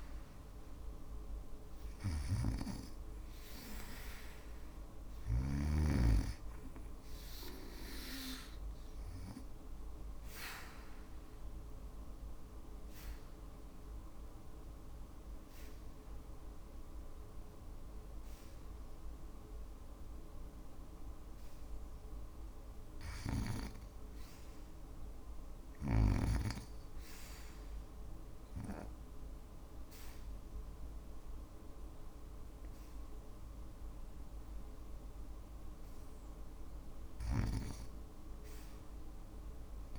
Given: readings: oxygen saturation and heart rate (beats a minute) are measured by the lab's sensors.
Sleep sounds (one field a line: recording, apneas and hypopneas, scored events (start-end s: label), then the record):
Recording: breathing in sleep by a room microphone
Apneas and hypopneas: 1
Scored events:
10.50-32.50 s: obstructive apnea (oxygen 98% before, 73% lowest, heart rate 60 before, 56 extreme, up 1 after)
33.50-39.99 s: oxygen desaturation (device-marked, oxygen 96% before, 86% lowest, heart rate 57 before, 57 extreme)
36.00-39.99 s: arousal
From the record:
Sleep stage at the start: REM sleep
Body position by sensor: on the back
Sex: female